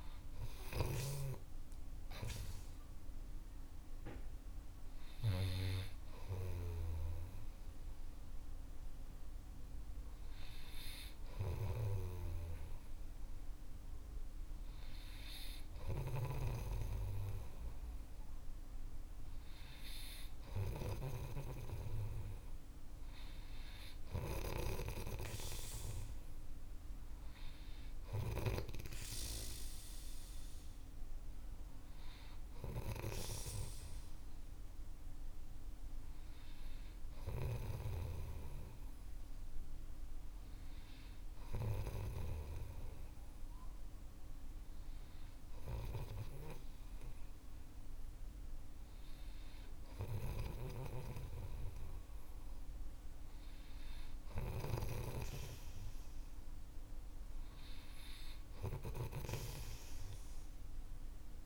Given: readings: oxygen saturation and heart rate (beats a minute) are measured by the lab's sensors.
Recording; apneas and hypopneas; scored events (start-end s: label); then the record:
breathing in sleep by a room microphone; none
0.00-7.50 s: snoring (device-marked)
16.00-29.00 s: snoring (device-marked)
33.50-61.46 s: new sleep stage, N3 (deep sleep)
50.50-61.46 s: snoring (device-marked)
From the record:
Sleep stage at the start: N2 (light sleep); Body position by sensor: on the right side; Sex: male